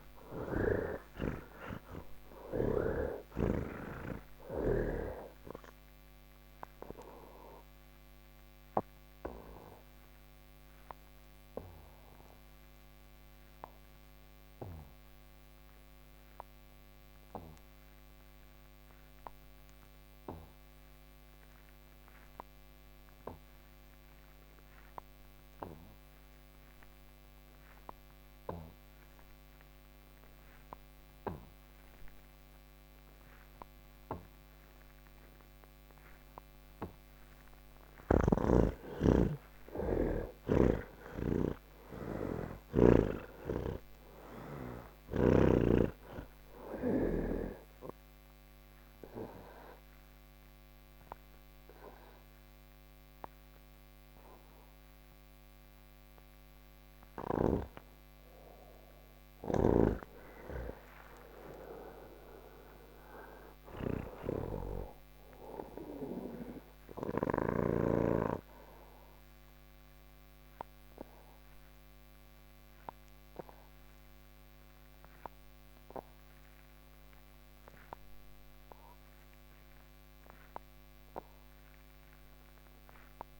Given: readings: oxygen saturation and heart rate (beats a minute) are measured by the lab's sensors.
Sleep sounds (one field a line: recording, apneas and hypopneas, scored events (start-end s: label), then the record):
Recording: breathing in sleep by a microphone on the trachea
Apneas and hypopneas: none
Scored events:
0.00-2.50 s: snoring (device-marked)
0.00-25.50 s: oxygen desaturation (device-marked, oxygen 67% lowest, heart rate 46 extreme)
27.50-42.50 s: oxygen desaturation (device-marked, oxygen 98% before, 82% lowest, heart rate 82 before, 69 extreme)
47.50-70.50 s: oxygen desaturation (device-marked, oxygen 86% before, 74% lowest, heart rate 96 before, 74 extreme)
From the record:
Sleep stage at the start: N3 (deep sleep)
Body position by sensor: on the back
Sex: male